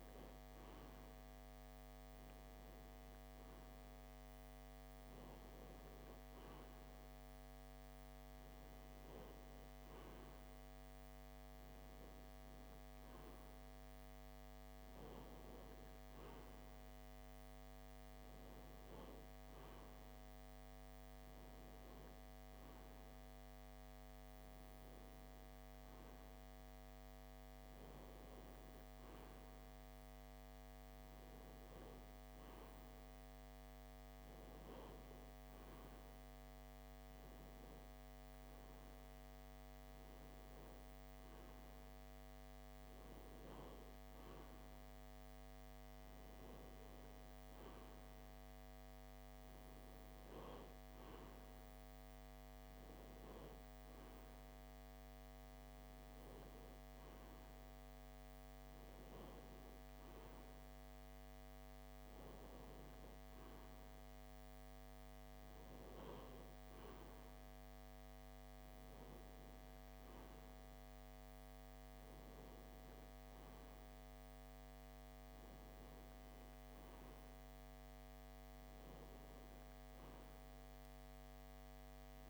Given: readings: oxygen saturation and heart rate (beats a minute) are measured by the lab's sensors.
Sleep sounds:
breathing in sleep, hard to hear, by a microphone on the trachea; none
none scored
From the record:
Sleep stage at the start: N3 (deep sleep); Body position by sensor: on the left side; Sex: male

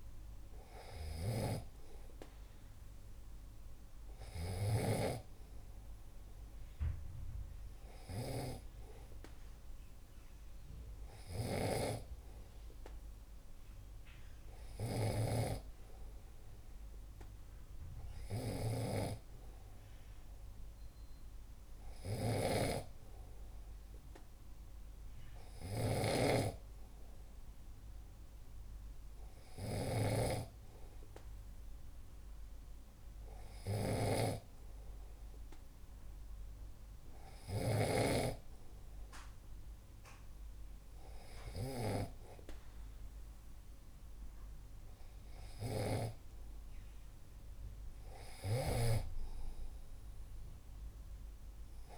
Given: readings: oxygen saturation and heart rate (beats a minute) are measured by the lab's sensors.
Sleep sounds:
breathing in sleep by a room microphone; none
1.00-5.00 s: snoring (device-marked)
11.50-51.98 s: snoring (device-marked)
From the record:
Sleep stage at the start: N2 (light sleep); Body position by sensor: on the back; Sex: male

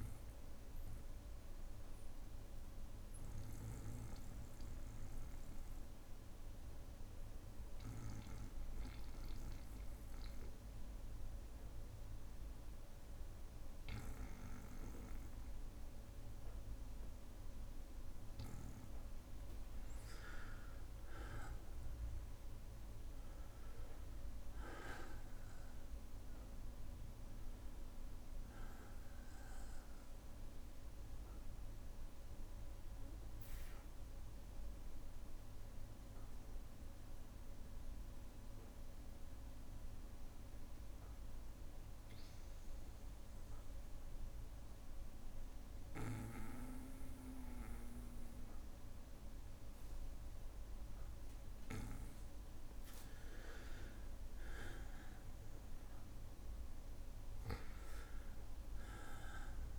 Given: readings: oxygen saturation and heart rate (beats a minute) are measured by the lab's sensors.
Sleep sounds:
breathing in sleep by a room microphone; 2
0.00-14.50 s: bradycardia (device-marked, heart rate 58 extreme)
0.50-17.50 s: obstructive apnea (oxygen 98% before, 92% lowest, heart rate 60 before, 57 extreme, up 5 after)
16.50-42.50 s: oxygen desaturation (device-marked, oxygen 98% before, 92% lowest, heart rate 59 before, 57 extreme)
20.00-24.00 s: arousal
30.50-49.50 s: bradycardia (device-marked, heart rate 64 before, 57 extreme)
32.50-52.00 s: obstructive apnea (oxygen 98% before, 92% lowest, heart rate 61 before, 57 extreme, up 5 after)
53.00-57.50 s: arousal
From the record:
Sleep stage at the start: N2 (light sleep); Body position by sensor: on the back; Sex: male

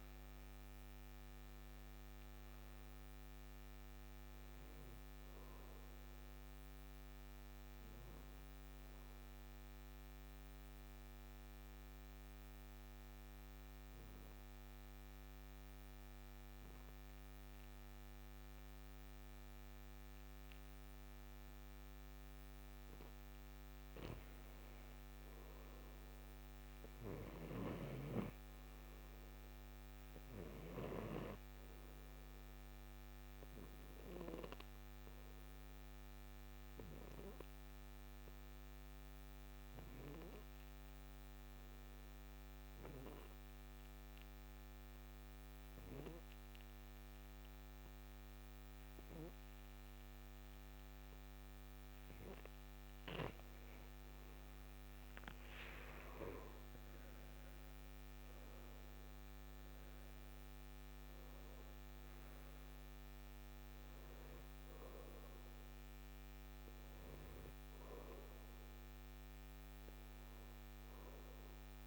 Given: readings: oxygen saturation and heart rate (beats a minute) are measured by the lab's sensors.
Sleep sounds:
breathing in sleep by a microphone on the trachea; 2
2.00-18.00 s: oxygen desaturation (device-marked, oxygen 97% before, 92% lowest, heart rate 69 before, 54 extreme)
8.00-23.00 s: obstructive apnea (oxygen 97% before, 88% lowest, heart rate 75 before, 61 extreme, up 3 after)
24.50-29.00 s: arousal
30.00-42.00 s: oxygen desaturation (device-marked, oxygen 97% before, 90% lowest, heart rate 64 before, 63 extreme)
34.50-51.50 s: obstructive apnea (oxygen 97% before, 88% lowest, heart rate 65 before, 59 extreme, up 18 after)
53.50-58.50 s: arousal
54.50-59.00 s: snoring (device-marked)
55.00-71.87 s: oxygen desaturation (device-marked, oxygen 95% before, 88% lowest, heart rate 65 before, 55 extreme)
From the record:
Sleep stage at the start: N2 (light sleep); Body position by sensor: on the right side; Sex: male

